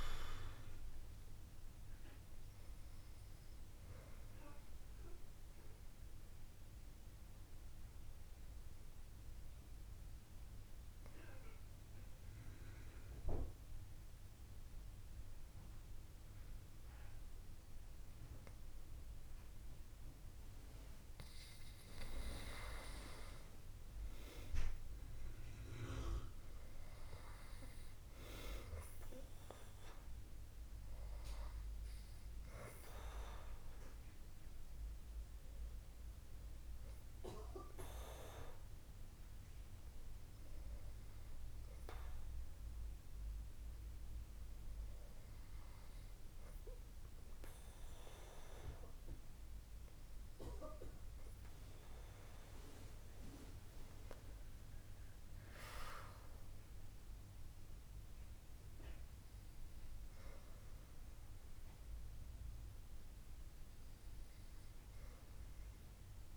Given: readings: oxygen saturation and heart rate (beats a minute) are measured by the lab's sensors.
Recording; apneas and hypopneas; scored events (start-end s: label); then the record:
breathing in sleep by a room microphone; 2
0.00-7.50 s: oxygen desaturation (device-marked, oxygen 94% lowest, heart rate 62 extreme)
4.50-21.00 s: obstructive apnea (oxygen 98% before, 94% lowest, heart rate 71 before, 62 extreme, up 9 after)
22.50-26.50 s: arousal
33.00-47.50 s: hypopnea (oxygen 99% before, 96% lowest, heart rate 67 before, 61 extreme, up 4 after)
48.00-51.50 s: arousal
From the record:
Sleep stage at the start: N2 (light sleep); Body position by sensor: on the back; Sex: female